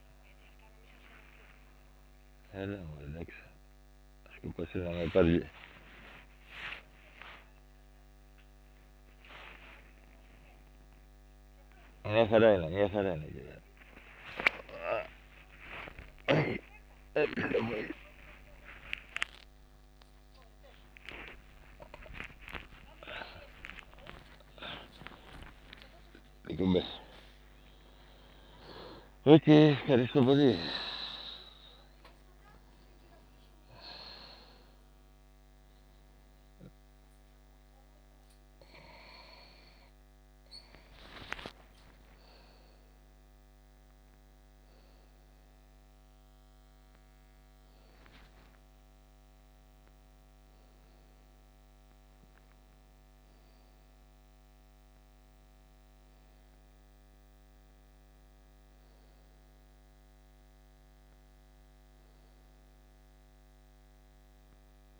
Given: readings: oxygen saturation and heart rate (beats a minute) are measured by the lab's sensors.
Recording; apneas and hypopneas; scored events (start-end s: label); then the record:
a person awake in a sleep study, by a microphone on the trachea; none
0.00-1.00 s: long interval between heartbeats (device-marked, heart rate 94 extreme)
0.00-9.50 s: tachycardia (device-marked, heart rate 184 extreme)
1.00-3.00 s: long interval between heartbeats (device-marked, heart rate 91 before, 126 extreme)
3.00-5.00 s: long interval between heartbeats (device-marked, heart rate 96 before, 161 extreme)
6.00-8.00 s: long interval between heartbeats (device-marked, heart rate 108 before, 175 extreme)
8.00-10.00 s: long interval between heartbeats (device-marked, heart rate 116 before, 156 extreme)
10.50-16.50 s: tachycardia (device-marked, heart rate 85 before, 137 extreme)
12.50-17.00 s: snoring (device-marked)
13.50-15.50 s: long interval between heartbeats (device-marked, heart rate 128 before, 125 extreme)
16.00-18.00 s: long interval between heartbeats (device-marked, heart rate 132 before, 137 extreme)
19.50-25.50 s: tachycardia (device-marked, heart rate 87 before, 106 extreme)
21.50-23.50 s: long interval between heartbeats (device-marked, heart rate 140 before, 96 extreme)
25.50-27.50 s: long interval between heartbeats (device-marked, heart rate 128 before, 116 extreme)
45.50-65.00 s: new sleep stage, N1 (lightest sleep)
From the record:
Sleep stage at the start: awake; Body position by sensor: on the back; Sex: male